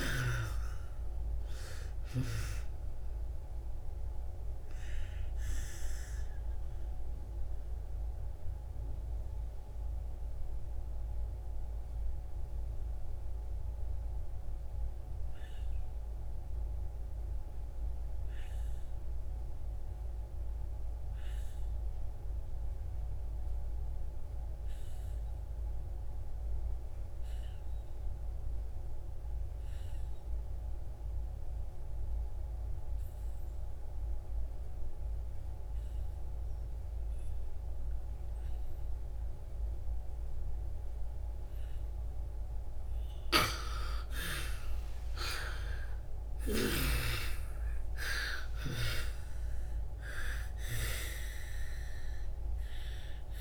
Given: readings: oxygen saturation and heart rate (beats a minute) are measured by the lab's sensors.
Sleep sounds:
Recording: breathing in sleep by a room microphone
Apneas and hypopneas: 1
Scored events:
0.00-23.00 s: oxygen desaturation (device-marked, oxygen 66% lowest)
3.50-41.50 s: mixed apnea (oxygen 92% before, 66% lowest)
44.00-53.41 s: new sleep stage, N2 (light sleep)
From the record:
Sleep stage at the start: REM sleep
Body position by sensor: on the back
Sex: female

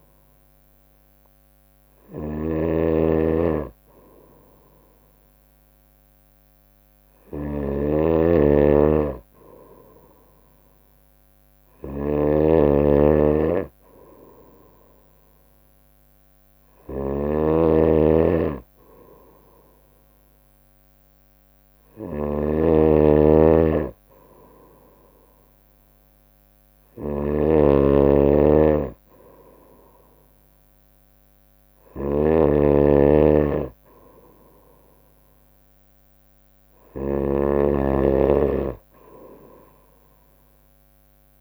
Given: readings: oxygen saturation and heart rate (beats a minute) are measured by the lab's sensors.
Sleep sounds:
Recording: breathing in sleep by a microphone on the trachea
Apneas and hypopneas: none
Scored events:
0.00-41.41 s: snoring (device-marked)
From the record:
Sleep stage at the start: N2 (light sleep)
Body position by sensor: on the right side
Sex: female

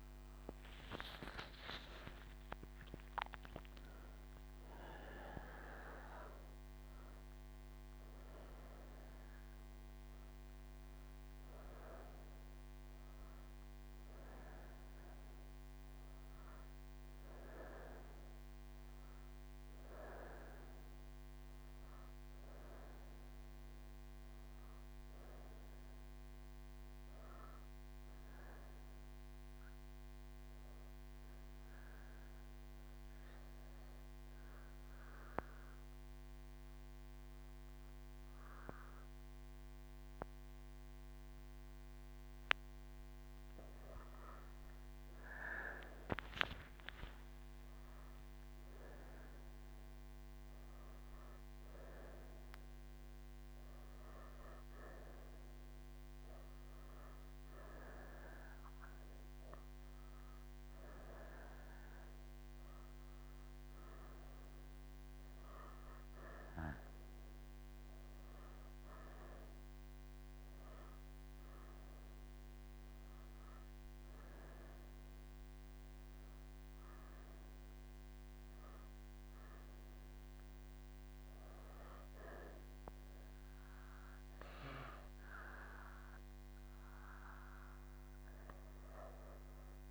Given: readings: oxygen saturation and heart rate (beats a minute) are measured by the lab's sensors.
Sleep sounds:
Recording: breathing in sleep by a microphone on the trachea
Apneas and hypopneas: 1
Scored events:
21.50-44.50 s: oxygen desaturation (device-marked, oxygen 96% before, 91% lowest)
31.50-43.50 s: obstructive apnea (oxygen 97% before, 91% lowest)
71.50-89.90 s: oxygen desaturation (device-marked, oxygen 98% before, 92% lowest)
From the record:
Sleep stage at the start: N3 (deep sleep)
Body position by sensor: on the right side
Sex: female

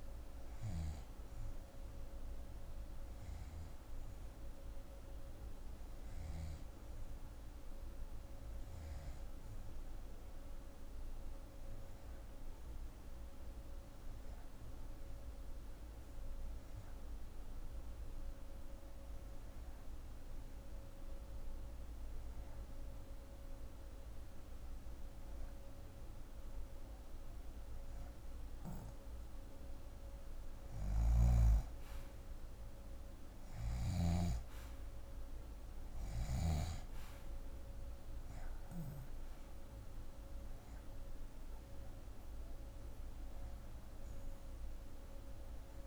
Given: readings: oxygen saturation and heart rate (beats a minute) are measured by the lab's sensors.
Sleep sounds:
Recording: breathing in sleep, hard to hear, by a room microphone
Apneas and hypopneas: 1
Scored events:
0.00-18.50 s: oxygen desaturation (device-marked, oxygen 82% lowest)
10.00-28.00 s: hypopnea (oxygen 86% before, 80% lowest)
29.50-45.86 s: oxygen desaturation (device-marked, oxygen 91% before, 82% lowest, heart rate 123 before, 88 extreme)
31.50-35.50 s: arousal
From the record:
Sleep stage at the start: N2 (light sleep)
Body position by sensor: on the left side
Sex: female

